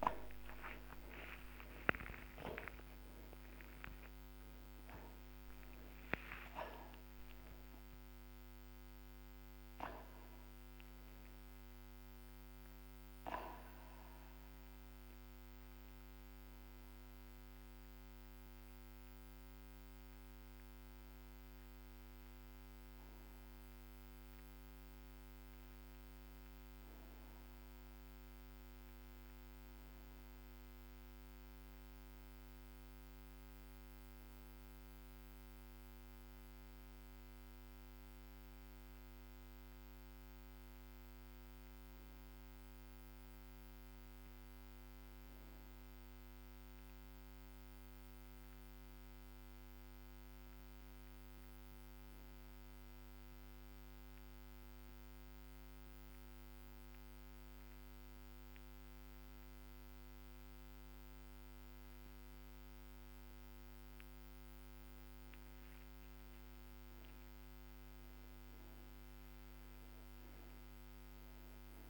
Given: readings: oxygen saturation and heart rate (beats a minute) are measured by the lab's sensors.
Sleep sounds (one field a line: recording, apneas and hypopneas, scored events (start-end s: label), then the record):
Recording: a person partly awake in a sleep study, hard to hear, by a microphone on the trachea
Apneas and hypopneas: 1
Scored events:
7.00-37.00 s: new sleep stage, N1 (lightest sleep)
32.00-46.00 s: oxygen desaturation (device-marked, oxygen 95% before, 90% lowest)
37.00-71.90 s: new sleep stage, N2 (light sleep)
50.50-66.50 s: hypopnea (oxygen 95% before, 82% lowest)
51.00-71.90 s: oxygen desaturation (device-marked, oxygen 92% before, 82% lowest)
67.50-71.90 s: arousal
From the record:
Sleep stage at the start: awake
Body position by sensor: on the back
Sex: male